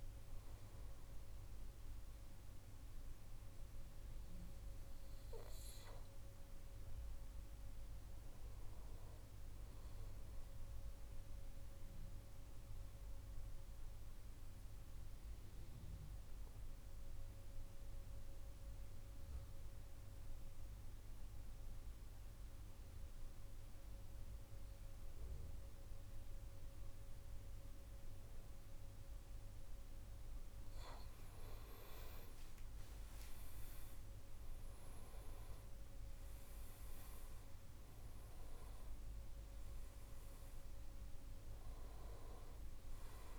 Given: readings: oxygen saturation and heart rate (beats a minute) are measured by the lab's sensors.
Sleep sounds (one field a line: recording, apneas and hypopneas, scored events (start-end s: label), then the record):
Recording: breathing in sleep, hard to hear, by a room microphone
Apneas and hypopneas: 1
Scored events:
0.00-10.50 s: oxygen desaturation (device-marked, oxygen 94% lowest, heart rate 102 extreme)
12.00-30.50 s: mixed apnea (oxygen 98% before, 91% lowest, heart rate 99 before, 118 extreme, up 12 after)
28.50-43.39 s: oxygen desaturation (device-marked, oxygen 96% before, 91% lowest, heart rate 172 before, 76 extreme)
32.50-36.50 s: arousal
From the record:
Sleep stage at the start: N2 (light sleep)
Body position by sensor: on the right side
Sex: male